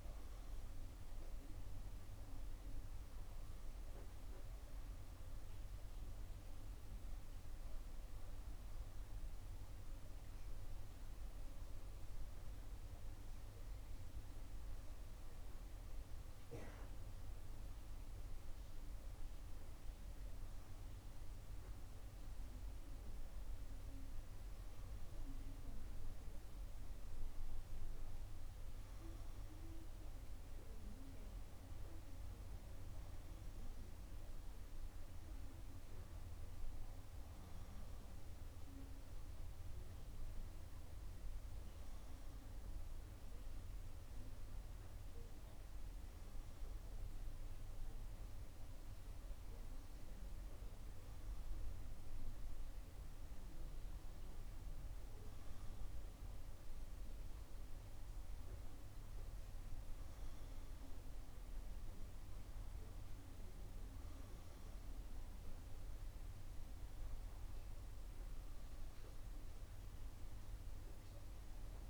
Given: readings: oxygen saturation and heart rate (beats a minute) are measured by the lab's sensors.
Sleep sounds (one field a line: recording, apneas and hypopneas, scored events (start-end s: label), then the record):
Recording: breathing in sleep, hard to hear, by a room microphone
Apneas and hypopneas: none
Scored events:
19.50-71.90 s: new sleep stage, N3 (deep sleep)
From the record:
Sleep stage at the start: N2 (light sleep)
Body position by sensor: on the right side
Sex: female